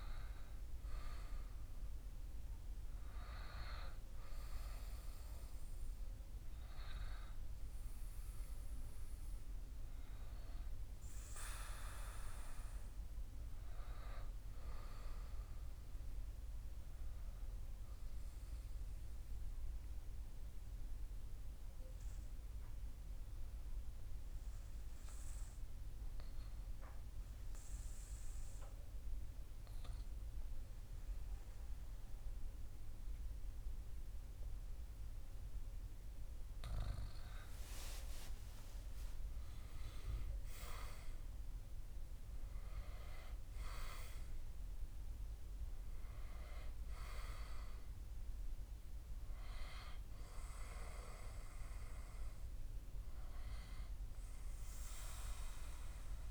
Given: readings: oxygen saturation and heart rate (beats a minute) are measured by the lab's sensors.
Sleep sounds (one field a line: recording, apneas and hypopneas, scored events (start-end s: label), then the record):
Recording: breathing in sleep by a room microphone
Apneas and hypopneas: 1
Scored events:
20.00-35.50 s: obstructive apnea (oxygen 97% before, 93% lowest, heart rate 60 before, 59 extreme, up 2 after)
37.00-41.50 s: arousal
From the record:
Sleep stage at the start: N2 (light sleep)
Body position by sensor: on the back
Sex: male